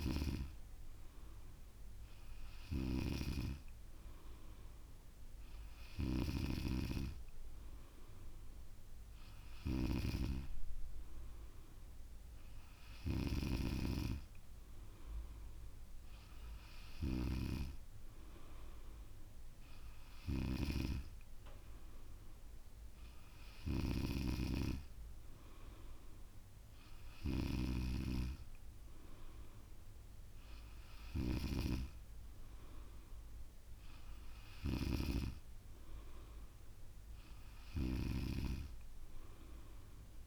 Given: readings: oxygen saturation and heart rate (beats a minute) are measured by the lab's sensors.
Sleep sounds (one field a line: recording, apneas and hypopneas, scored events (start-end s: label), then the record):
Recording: breathing in sleep by a room microphone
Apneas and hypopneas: none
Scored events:
none scored
From the record:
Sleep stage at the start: N3 (deep sleep)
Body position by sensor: on the back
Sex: female